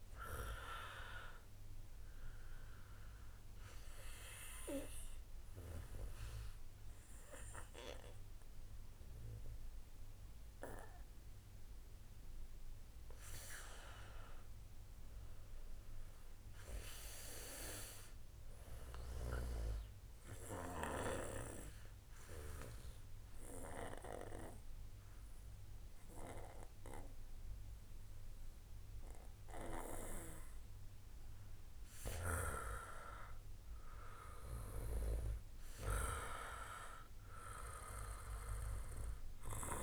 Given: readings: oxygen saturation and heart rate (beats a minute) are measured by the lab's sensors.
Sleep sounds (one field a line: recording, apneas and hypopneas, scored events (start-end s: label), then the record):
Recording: breathing in sleep by a room microphone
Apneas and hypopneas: 2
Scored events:
1.00-11.50 s: obstructive apnea (oxygen 97% before, 93% lowest, heart rate 54 before, 52 extreme, up 14 after)
14.50-18.00 s: arousal
20.00-31.00 s: central apnea (oxygen 96% before, 92% lowest, heart rate 59 before, 43 extreme, up 14 after)
32.50-35.00 s: arousal
From the record:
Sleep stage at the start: N2 (light sleep)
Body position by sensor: on the back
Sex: male